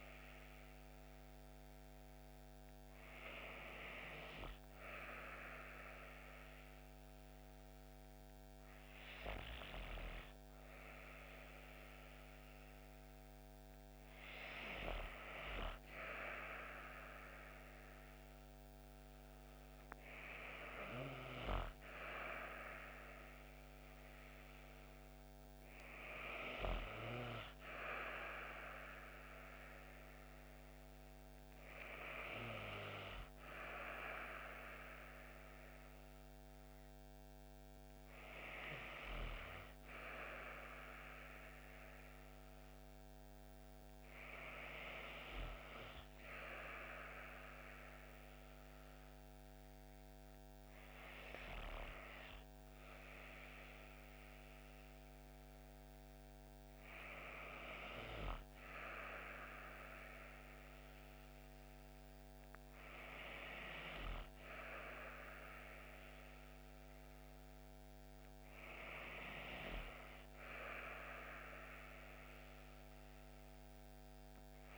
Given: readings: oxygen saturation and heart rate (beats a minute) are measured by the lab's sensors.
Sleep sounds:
breathing in sleep by a microphone on the trachea; none
none scored
From the record:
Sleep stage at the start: N2 (light sleep); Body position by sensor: on the back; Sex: female

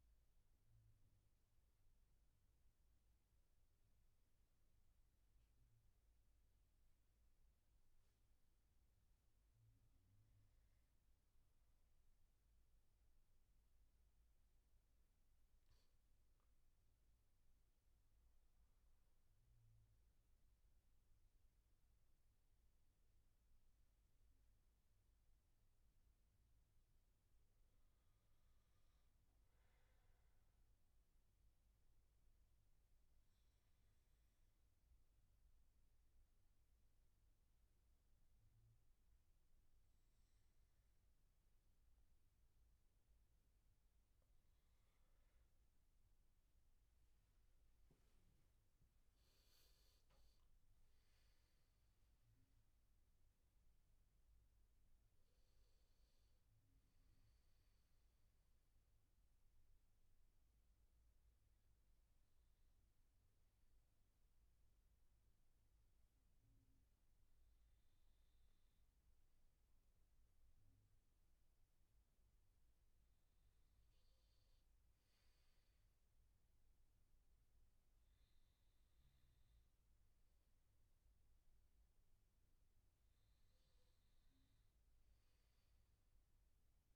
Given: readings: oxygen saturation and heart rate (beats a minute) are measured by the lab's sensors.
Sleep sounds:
breathing in sleep, hard to hear, by a room microphone; 1
19.50-23.50 s: arousal
29.00-43.00 s: obstructive apnea (oxygen 97% before, 95% lowest, heart rate 84 before, 77 extreme, up 6 after)
46.00-50.00 s: arousal
From the record:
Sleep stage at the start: N2 (light sleep); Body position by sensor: on the right side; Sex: male

